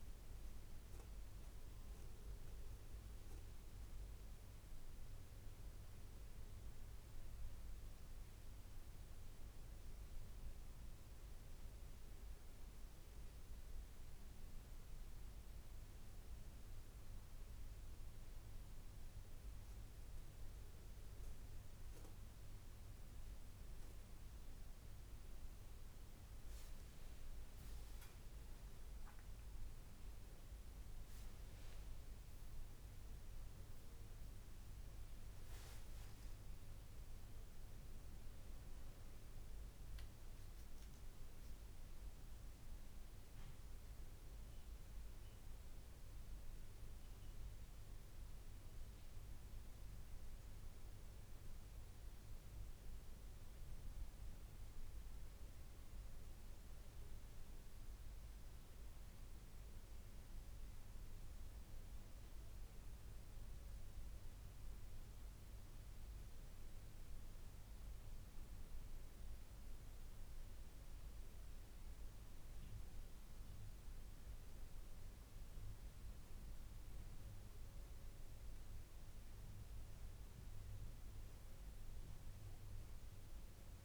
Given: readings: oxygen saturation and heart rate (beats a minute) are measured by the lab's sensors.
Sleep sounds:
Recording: a person awake in a sleep study, hard to hear, by a room microphone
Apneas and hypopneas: none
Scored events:
45.50-83.85 s: new sleep stage, N1 (lightest sleep)
From the record:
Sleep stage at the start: awake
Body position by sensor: on the back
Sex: female

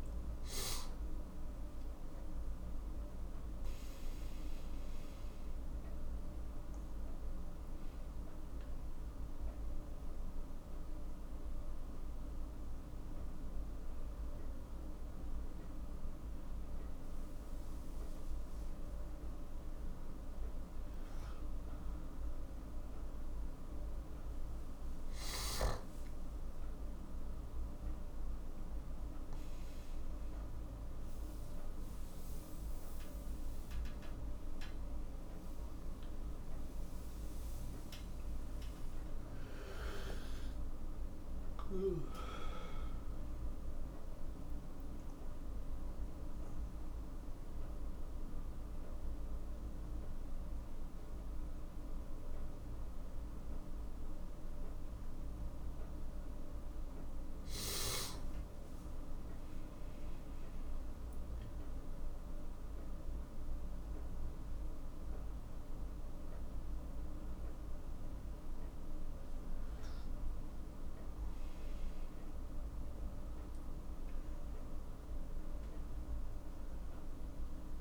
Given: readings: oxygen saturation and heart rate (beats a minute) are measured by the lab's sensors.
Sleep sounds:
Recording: breathing in sleep, hard to hear, by a room microphone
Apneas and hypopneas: none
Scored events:
0.00-3.00 s: arousal
0.00-10.00 s: oxygen desaturation (device-marked, oxygen 98% before, 92% lowest, heart rate 58 before, 60 extreme)
22.00-41.00 s: oxygen desaturation (device-marked, oxygen 96% before, 93% lowest, heart rate 63 before, 61 extreme)
40.00-44.00 s: arousal
67.00-73.00 s: oxygen desaturation (device-marked, oxygen 98% before, 93% lowest, heart rate 62 before, 56 extreme)
From the record:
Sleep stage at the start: N1 (lightest sleep)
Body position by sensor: on the right side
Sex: male

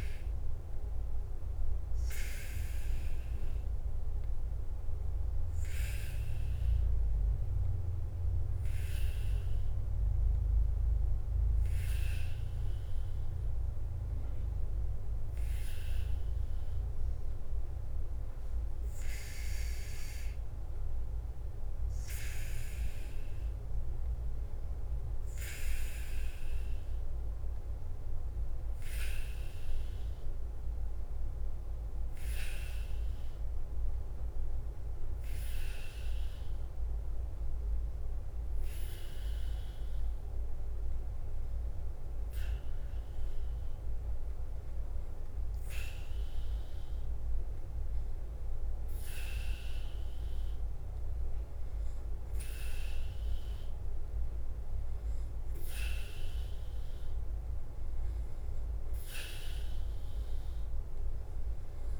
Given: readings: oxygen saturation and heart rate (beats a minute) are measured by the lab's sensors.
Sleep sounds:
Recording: breathing in sleep by a room microphone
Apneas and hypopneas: 1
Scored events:
1.50-17.50 s: hypopnea (oxygen 98% before, 95% lowest, heart rate 56 before, 39 extreme, up 13 after)
4.00-47.00 s: bradycardia (device-marked, heart rate 50 before, 39 extreme)
4.50-6.50 s: long interval between heartbeats (device-marked, heart rate 57 before, 69 extreme)
19.00-22.50 s: arousal
49.00-52.00 s: bradycardia (device-marked, heart rate 51 before, 58 extreme)
55.00-61.99 s: bradycardia (device-marked, heart rate 51 before, 44 extreme)
56.00-58.00 s: long interval between heartbeats (device-marked, heart rate 54 before, 63 extreme)
From the record:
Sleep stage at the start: N2 (light sleep)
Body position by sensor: on the back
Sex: male

